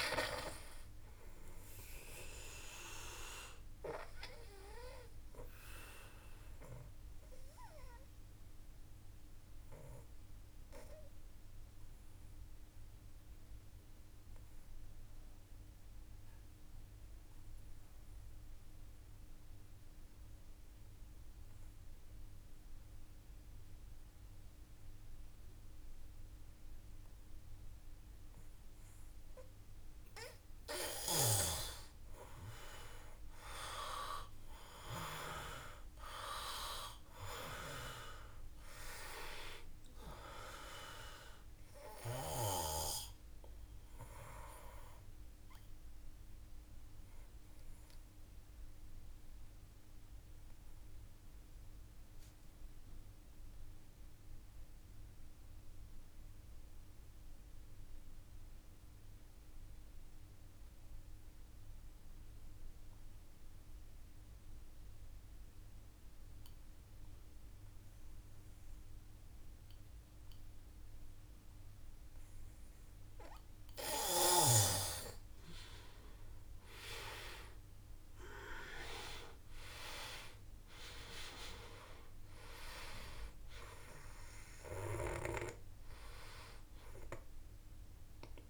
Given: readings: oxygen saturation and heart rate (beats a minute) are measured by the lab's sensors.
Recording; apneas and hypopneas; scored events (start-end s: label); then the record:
breathing in sleep by a room microphone; 2
0.00-18.50 s: oxygen desaturation (device-marked, oxygen 90% lowest, heart rate 52 extreme)
2.00-29.00 s: obstructive apnea (oxygen 97% before, 88% lowest, heart rate 54 before, 52 extreme, up 3 after)
29.50-60.50 s: oxygen desaturation (device-marked, oxygen 98% before, 88% lowest, heart rate 55 before, 51 extreme)
32.00-35.50 s: arousal
43.50-73.00 s: obstructive apnea (oxygen 98% before, 88% lowest, heart rate 54 before, 51 extreme, up 4 after)
70.50-88.50 s: oxygen desaturation (device-marked, oxygen 98% before, 88% lowest, heart rate 52 before, 52 extreme)
76.00-80.00 s: arousal
From the record:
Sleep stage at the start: N2 (light sleep); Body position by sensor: on the back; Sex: male